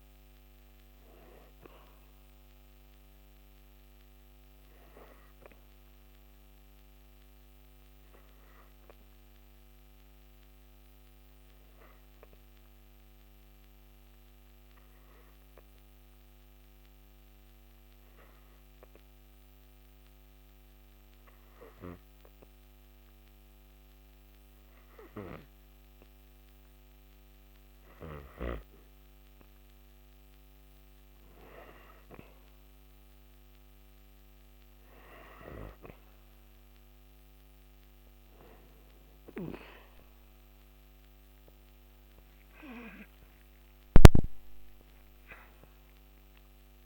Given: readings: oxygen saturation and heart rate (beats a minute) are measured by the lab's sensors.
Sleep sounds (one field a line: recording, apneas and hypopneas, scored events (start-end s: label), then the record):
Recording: breathing in sleep by a microphone on the trachea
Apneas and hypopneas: 1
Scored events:
5.50-27.00 s: obstructive apnea (oxygen 97% before, 93% lowest)
From the record:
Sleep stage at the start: N2 (light sleep)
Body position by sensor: on the back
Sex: female